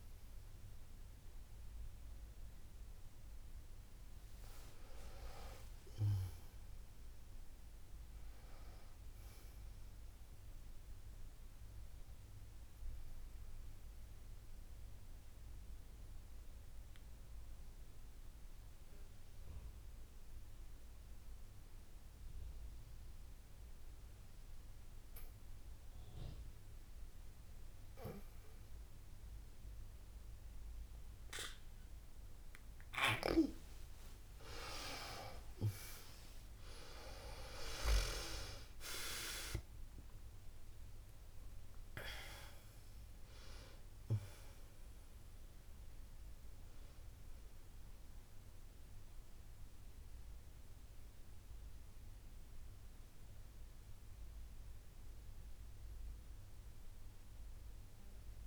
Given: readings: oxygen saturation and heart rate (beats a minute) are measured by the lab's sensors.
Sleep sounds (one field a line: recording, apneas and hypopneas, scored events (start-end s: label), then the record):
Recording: breathing in sleep by a room microphone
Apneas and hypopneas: 1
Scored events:
0.00-9.00 s: oxygen desaturation (device-marked, oxygen 93% lowest, heart rate 50 extreme)
6.50-9.50 s: arousal
12.00-33.00 s: obstructive apnea (oxygen 98% before, 89% lowest, heart rate 60 before, 52 extreme, up 53 after)
34.00-58.46 s: new sleep stage, N1 (lightest sleep)
34.00-58.46 s: oxygen desaturation (device-marked, oxygen 97% before, 89% lowest, heart rate 53 before, 53 extreme)
34.50-39.00 s: arousal
From the record:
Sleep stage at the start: N2 (light sleep)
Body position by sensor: on the back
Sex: female